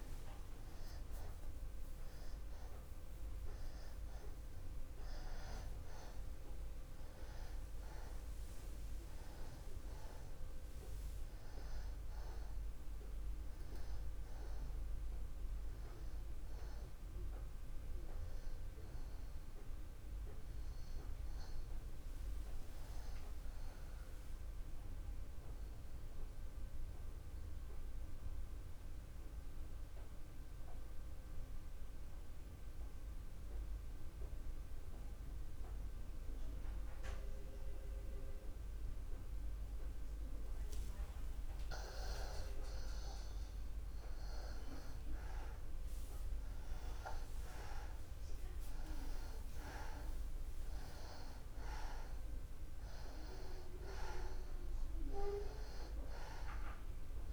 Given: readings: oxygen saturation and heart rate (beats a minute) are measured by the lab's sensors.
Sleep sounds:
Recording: breathing in sleep by a room microphone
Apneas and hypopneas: 1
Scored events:
0.00-26.00 s: oxygen desaturation (device-marked, oxygen 87% lowest)
19.00-23.00 s: arousal
25.50-42.50 s: mixed apnea (oxygen 96% before, 86% lowest)
47.00-51.00 s: arousal
51.00-57.33 s: oxygen desaturation (device-marked, oxygen 96% before, 86% lowest, heart rate 57 before, 36 extreme)
From the record:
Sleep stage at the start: N2 (light sleep)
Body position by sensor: on the back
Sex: male

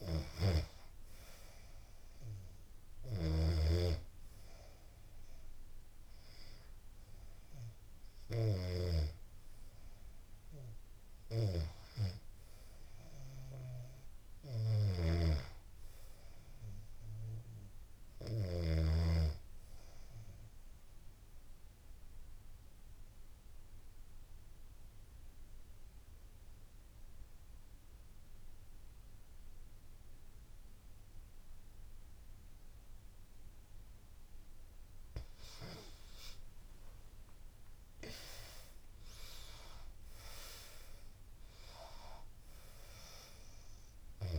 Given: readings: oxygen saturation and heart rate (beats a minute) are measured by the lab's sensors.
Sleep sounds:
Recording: breathing in sleep by a room microphone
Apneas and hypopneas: 1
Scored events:
0.00-6.50 s: oxygen desaturation (device-marked, oxygen 83% lowest, heart rate 70 extreme)
13.50-17.50 s: snoring (device-marked)
19.50-32.50 s: obstructive apnea (oxygen 97% before, 85% lowest, heart rate 80 before, 70 extreme, up 10 after)
32.50-44.39 s: oxygen desaturation (device-marked, oxygen 96% before, 85% lowest, heart rate 74 before, 64 extreme)
34.00-38.50 s: arousal
From the record:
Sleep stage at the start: REM sleep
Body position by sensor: on the back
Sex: female

